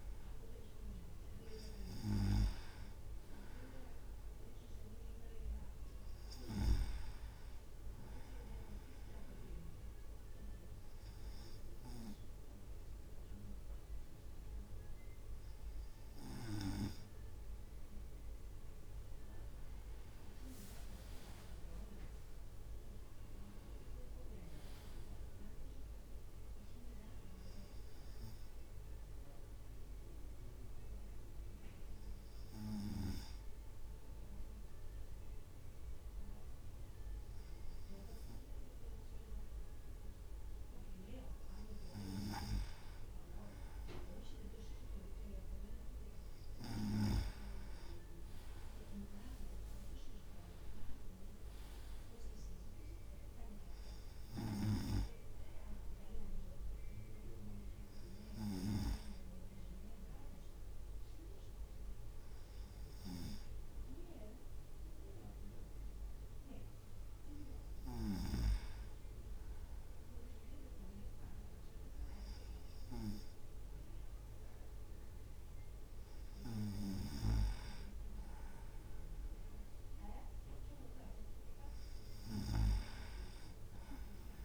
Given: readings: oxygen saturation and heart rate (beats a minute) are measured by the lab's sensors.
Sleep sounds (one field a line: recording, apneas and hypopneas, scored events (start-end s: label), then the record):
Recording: breathing in sleep by a room microphone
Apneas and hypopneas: 2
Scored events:
9.50-19.50 s: obstructive apnea (oxygen 98% before, 96% lowest, heart rate 57 before, 53 extreme, up 8 after)
18.50-20.00 s: leg movement (device-marked)
19.50-32.50 s: drop in pulse transit time (device-marked, heart rate 56 before, 53 extreme)
21.00-22.50 s: leg movement (device-marked)
21.00-25.00 s: arousal
29.50-42.00 s: hypopnea (oxygen 97% before, 96% lowest, heart rate 58 before, 54 extreme, up 4 after)
48.00-51.50 s: arousal
48.50-50.50 s: leg movement (device-marked)
48.50-61.50 s: drop in pulse transit time (device-marked, heart rate 55 before, 54 extreme)
82.50-84.44 s: snoring (device-marked)
From the record:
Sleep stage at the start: N2 (light sleep)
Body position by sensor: on the right side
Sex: male